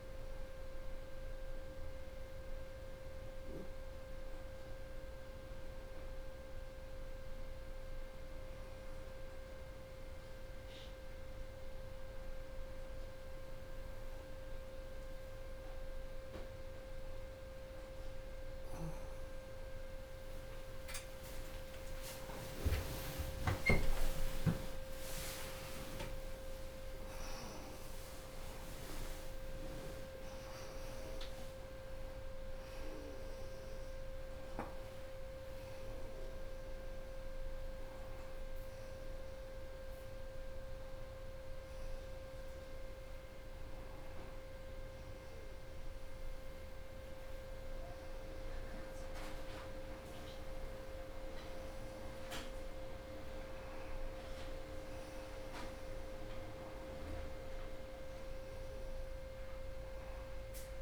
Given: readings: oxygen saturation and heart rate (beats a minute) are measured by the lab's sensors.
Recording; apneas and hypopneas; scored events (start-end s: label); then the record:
a person awake in a sleep study, hard to hear, by a room microphone; none
20.00-22.00 s: long interval between heartbeats (device-marked, heart rate 92 before, 113 extreme)
24.00-26.00 s: long interval between heartbeats (device-marked, heart rate 96 before, 126 extreme)
26.50-28.50 s: long interval between heartbeats (device-marked, heart rate 103 before, 111 extreme)
31.50-33.50 s: long interval between heartbeats (device-marked, heart rate 106 before, 73 extreme)
59.50-60.82 s: long interval between heartbeats (device-marked, heart rate 85 before, 74 extreme)
From the record:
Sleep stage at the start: awake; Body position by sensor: on the right side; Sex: female